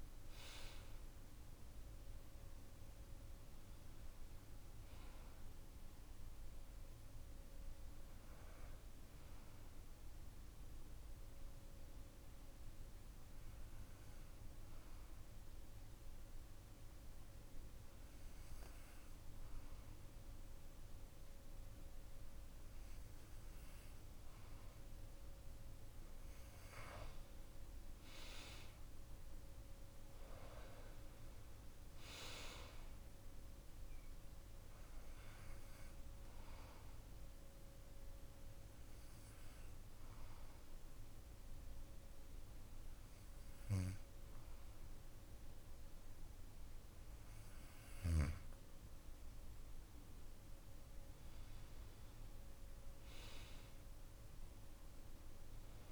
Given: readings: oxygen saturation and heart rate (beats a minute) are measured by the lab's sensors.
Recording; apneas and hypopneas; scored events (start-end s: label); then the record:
breathing in sleep by a room microphone; 2
0.00-15.50 s: oxygen desaturation (device-marked, oxygen 90% lowest)
9.50-22.00 s: hypopnea (oxygen 95% before, 92% lowest)
24.50-29.00 s: arousal
34.50-48.50 s: oxygen desaturation (device-marked, oxygen 97% before, 93% lowest)
37.50-50.00 s: obstructive apnea (oxygen 97% before, 92% lowest)
52.00-55.91 s: arousal
From the record:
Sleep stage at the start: N2 (light sleep); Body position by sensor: on the back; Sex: male